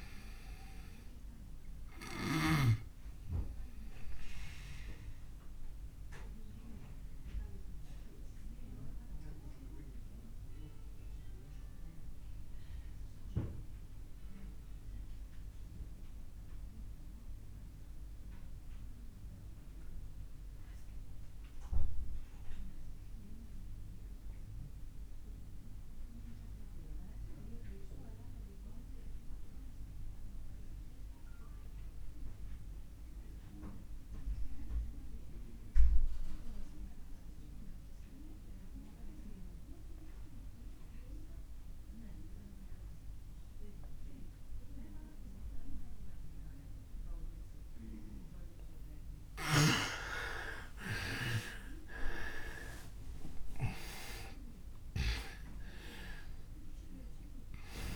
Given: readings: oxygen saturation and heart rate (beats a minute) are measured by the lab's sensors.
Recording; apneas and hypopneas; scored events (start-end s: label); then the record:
breathing in sleep by a room microphone; 1
0.00-20.50 s: oxygen desaturation (device-marked, oxygen 81% lowest)
3.50-48.50 s: obstructive apnea (oxygen 96% before, 79% lowest)
37.50-57.96 s: oxygen desaturation (device-marked, oxygen 99% before, 79% lowest)
51.50-56.50 s: arousal
From the record:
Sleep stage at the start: N2 (light sleep); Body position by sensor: on the back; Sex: male